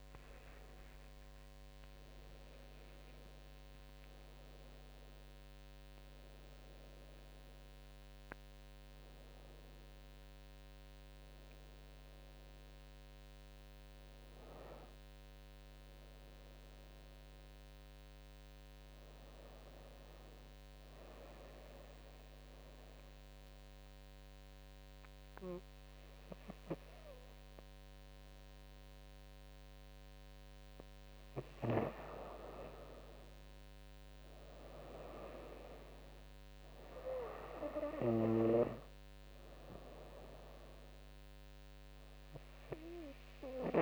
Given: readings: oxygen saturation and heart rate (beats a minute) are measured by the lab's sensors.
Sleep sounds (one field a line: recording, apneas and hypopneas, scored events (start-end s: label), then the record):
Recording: breathing in sleep by a microphone on the trachea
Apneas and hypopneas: 1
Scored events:
0.00-1.50 s: long interval between heartbeats (device-marked, heart rate 106 extreme)
0.00-4.50 s: tachycardia (device-marked, heart rate 119 extreme)
0.00-12.50 s: drop in pulse transit time (device-marked, heart rate 87 extreme)
0.50-16.50 s: oxygen desaturation (device-marked, oxygen 97% before, 94% lowest, heart rate 84 before, 77 extreme)
2.50-4.50 s: long interval between heartbeats (device-marked, heart rate 86 before, 117 extreme)
21.50-32.50 s: obstructive apnea (oxygen 98% before, 93% lowest, heart rate 95 before, 74 extreme, up 5 after)
34.00-37.00 s: arousal
38.50-43.82 s: oxygen desaturation (device-marked, oxygen 97% before, 94% lowest, heart rate 80 before, 74 extreme)
From the record:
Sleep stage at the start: N2 (light sleep)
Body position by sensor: on the right side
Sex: female